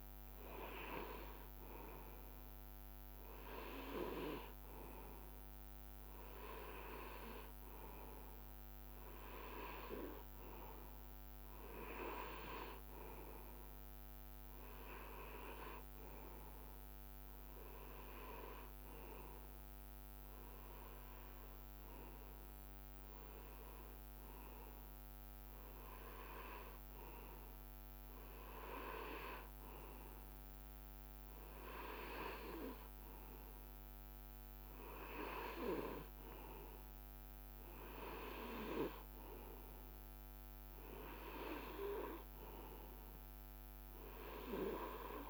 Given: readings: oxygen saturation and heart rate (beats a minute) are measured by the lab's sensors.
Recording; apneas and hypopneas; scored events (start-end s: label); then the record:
breathing in sleep by a microphone on the trachea; none
none scored
From the record:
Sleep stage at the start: N2 (light sleep); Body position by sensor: on the right side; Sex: male